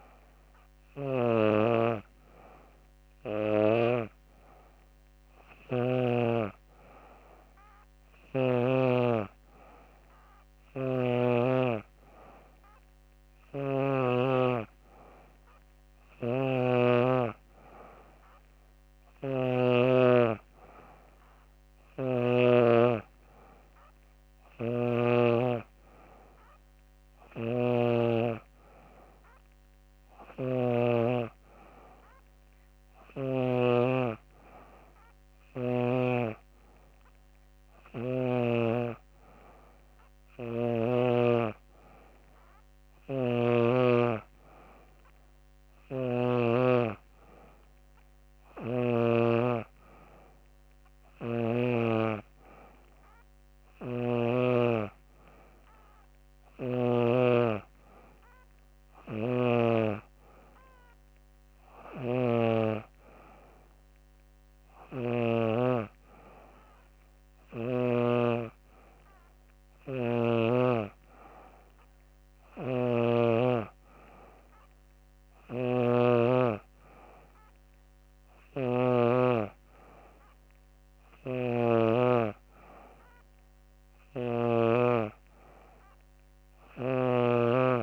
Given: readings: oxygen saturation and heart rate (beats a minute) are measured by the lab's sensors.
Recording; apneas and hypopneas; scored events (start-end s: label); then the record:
breathing in sleep by a microphone on the trachea; none
10.00-22.00 s: snoring (device-marked)
26.50-38.00 s: snoring (device-marked)
45.00-48.50 s: snoring (device-marked)
53.00-56.50 s: snoring (device-marked)
67.00-78.50 s: snoring (device-marked)
80.50-84.00 s: snoring (device-marked)
86.00-87.83 s: snoring (device-marked)
From the record:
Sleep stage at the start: N3 (deep sleep); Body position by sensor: on the back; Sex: female